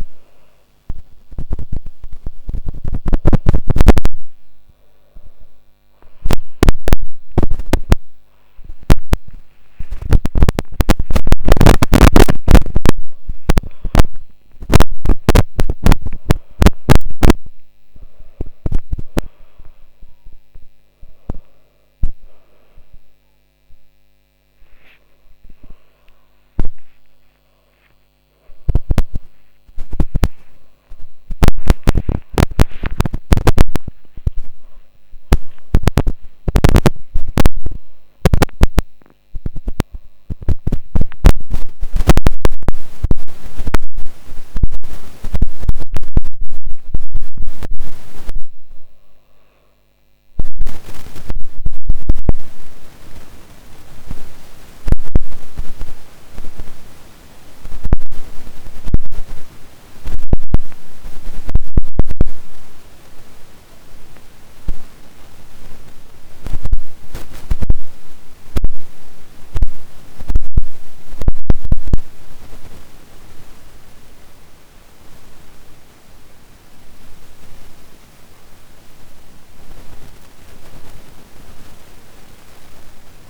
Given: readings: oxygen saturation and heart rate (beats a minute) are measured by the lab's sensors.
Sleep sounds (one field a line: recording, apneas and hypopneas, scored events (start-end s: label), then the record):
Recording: a person awake in a sleep study, by a microphone on the trachea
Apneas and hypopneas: none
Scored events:
none scored
From the record:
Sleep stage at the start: awake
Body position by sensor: on the back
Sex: female